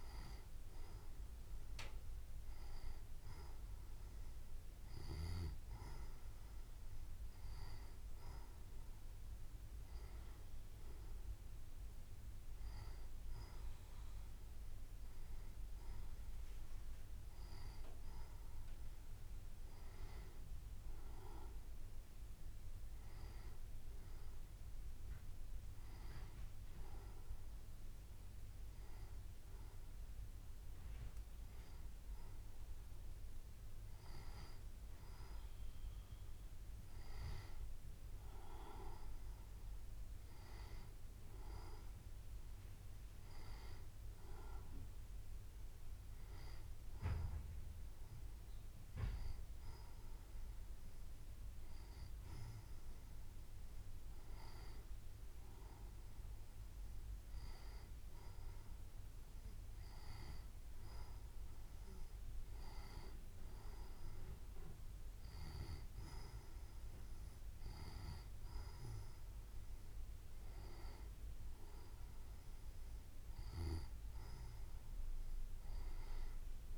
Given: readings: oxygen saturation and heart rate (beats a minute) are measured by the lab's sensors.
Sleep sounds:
breathing in sleep by a room microphone; none
none scored
From the record:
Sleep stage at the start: N2 (light sleep); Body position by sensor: on the right side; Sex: female

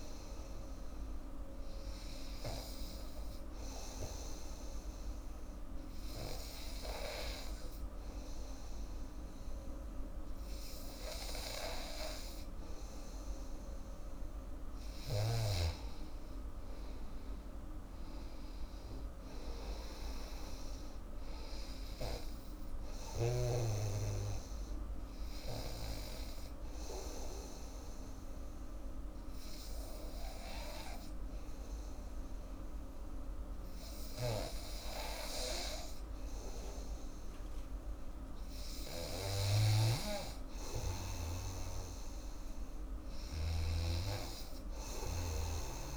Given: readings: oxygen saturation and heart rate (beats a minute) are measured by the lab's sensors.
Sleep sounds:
breathing in sleep by a room microphone; 2
0.00-1.50 s: arousal
3.00-10.00 s: oxygen desaturation (device-marked, oxygen 99% before, 95% lowest, heart rate 80 before, 78 extreme)
4.00-15.00 s: hypopnea (oxygen 99% before, 92% lowest, heart rate 80 before, 78 extreme, up 7 after)
16.50-20.00 s: arousal
17.00-32.00 s: oxygen desaturation (device-marked, oxygen 96% before, 93% lowest, heart rate 80 before, 77 extreme)
25.50-38.00 s: hypopnea (oxygen 99% before, 92% lowest, heart rate 81 before, 77 extreme, up 5 after)
39.50-43.50 s: snoring (device-marked)
40.00-43.50 s: arousal
42.00-45.97 s: oxygen desaturation (device-marked, oxygen 97% before, 94% lowest, heart rate 82 before, 77 extreme)
From the record:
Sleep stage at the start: N2 (light sleep); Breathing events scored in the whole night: 298 in 3.7 hours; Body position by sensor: on the back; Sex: female

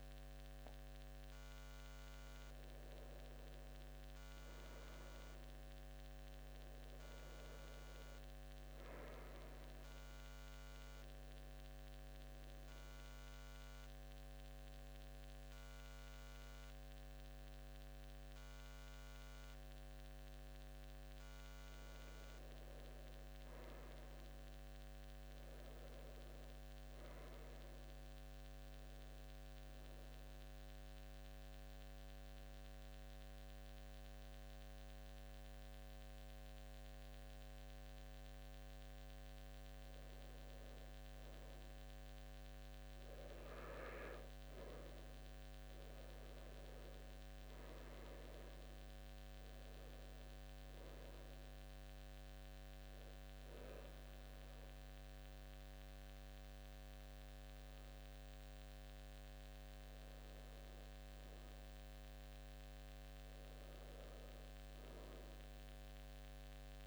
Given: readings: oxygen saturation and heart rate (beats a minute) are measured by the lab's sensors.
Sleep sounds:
a person partly awake in a sleep study, hard to hear, by a microphone on the trachea; 1
0.00-14.00 s: oxygen desaturation (device-marked, oxygen 93% lowest, heart rate 70 extreme)
10.00-40.00 s: new sleep stage, N1 (lightest sleep)
30.00-40.00 s: hypopnea (oxygen 98% before, 93% lowest, heart rate 75 before, 73 extreme, up 0 after)
40.00-66.87 s: new sleep stage, N2 (light sleep)
40.50-44.00 s: arousal
58.00-66.87 s: oxygen desaturation (device-marked, oxygen 97% before, 93% lowest, heart rate 75 before, 70 extreme)
From the record:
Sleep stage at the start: awake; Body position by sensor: on the back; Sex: male

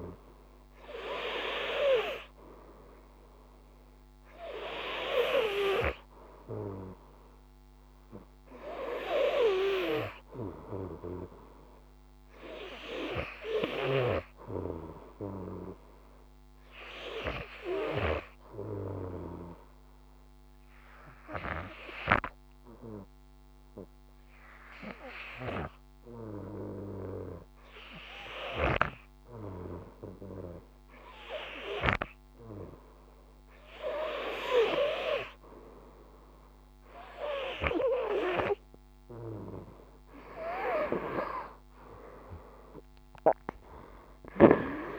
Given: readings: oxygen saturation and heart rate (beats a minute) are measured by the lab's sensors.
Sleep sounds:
breathing in sleep by a microphone on the trachea; 1
17.00-28.00 s: obstructive apnea (oxygen 96% before, 94% lowest, heart rate 54 before, 52 extreme, up 2 after)
32.00-35.50 s: arousal
43.00-44.99 s: snoring (device-marked)
From the record:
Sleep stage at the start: N2 (light sleep); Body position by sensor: on the front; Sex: male

